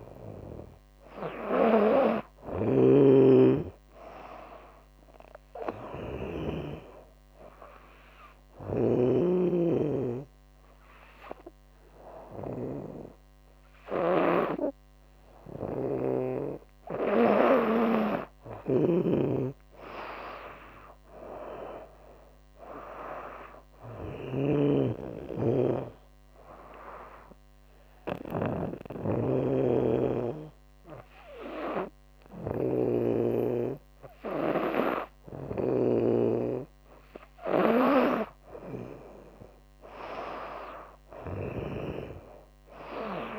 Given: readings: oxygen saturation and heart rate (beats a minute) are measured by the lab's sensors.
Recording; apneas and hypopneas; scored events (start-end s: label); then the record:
breathing in sleep by a microphone on the trachea; 2
0.00-5.50 s: snoring (device-marked)
6.50-17.00 s: obstructive apnea (oxygen 98% before, 95% lowest, heart rate 79 before, 76 extreme, up 4 after)
7.50-41.00 s: snoring (device-marked)
19.00-22.50 s: arousal
26.00-36.00 s: obstructive apnea (oxygen 98% before, 96% lowest, heart rate 80 before, 76 extreme, up 5 after)
38.50-42.00 s: arousal
From the record:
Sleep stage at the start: N2 (light sleep); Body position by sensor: on the back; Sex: female